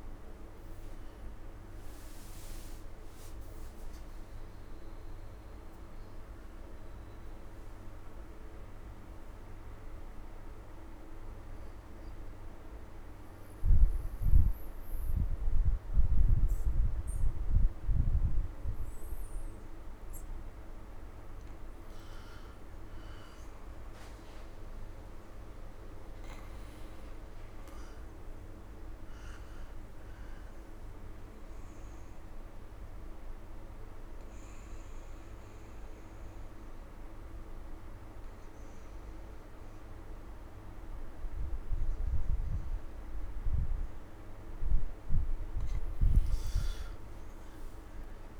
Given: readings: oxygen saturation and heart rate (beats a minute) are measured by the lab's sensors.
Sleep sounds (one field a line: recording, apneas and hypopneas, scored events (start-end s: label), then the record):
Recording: breathing in sleep, hard to hear, by a room microphone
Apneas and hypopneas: 2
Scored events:
0.00-14.50 s: oxygen desaturation (device-marked, oxygen 89% lowest)
7.50-20.00 s: obstructive apnea (oxygen 96% before, 89% lowest)
21.50-24.50 s: arousal
24.50-36.50 s: oxygen desaturation (device-marked, oxygen 98% before, 90% lowest)
31.50-43.50 s: obstructive apnea (oxygen 98% before, 87% lowest)
From the record:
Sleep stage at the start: N2 (light sleep)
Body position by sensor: on the right side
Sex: male